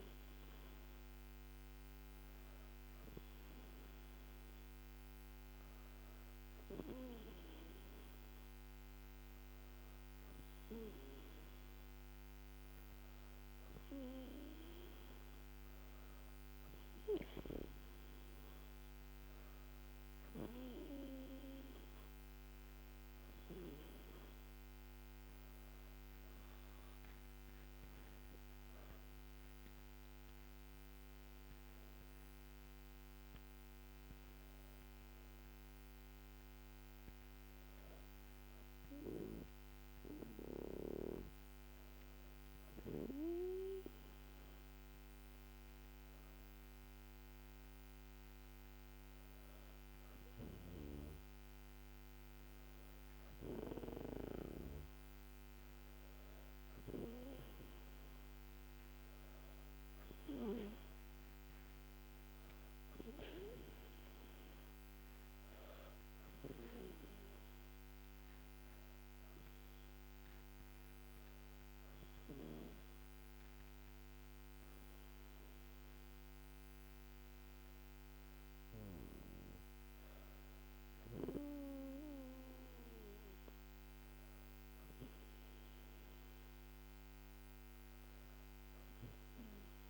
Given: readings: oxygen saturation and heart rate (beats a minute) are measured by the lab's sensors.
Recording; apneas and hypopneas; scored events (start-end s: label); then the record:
breathing in sleep by a microphone on the trachea; 2
27.50-32.50 s: arousal
41.00-54.50 s: hypopnea (oxygen 97% before, 95% lowest, heart rate 78 before, 74 extreme, up 12 after)
59.50-65.00 s: arousal
72.50-84.00 s: hypopnea (oxygen 97% before, 95% lowest, heart rate 79 before, 73 extreme, up 0 after)
From the record:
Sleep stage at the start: N2 (light sleep); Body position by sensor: on the back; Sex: female